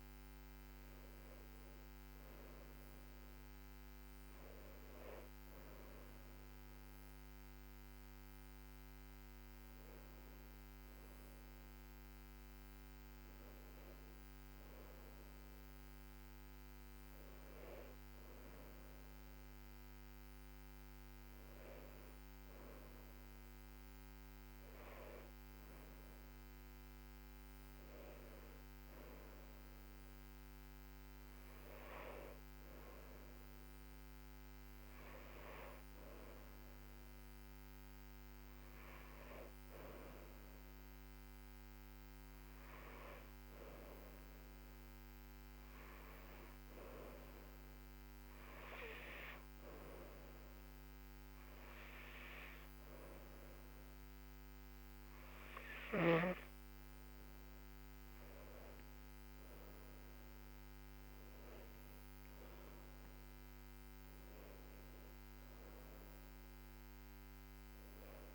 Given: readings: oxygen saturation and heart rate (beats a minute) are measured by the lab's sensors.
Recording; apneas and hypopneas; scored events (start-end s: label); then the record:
breathing in sleep by a microphone on the trachea; none
none scored
From the record:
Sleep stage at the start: N2 (light sleep); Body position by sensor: on the back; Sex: female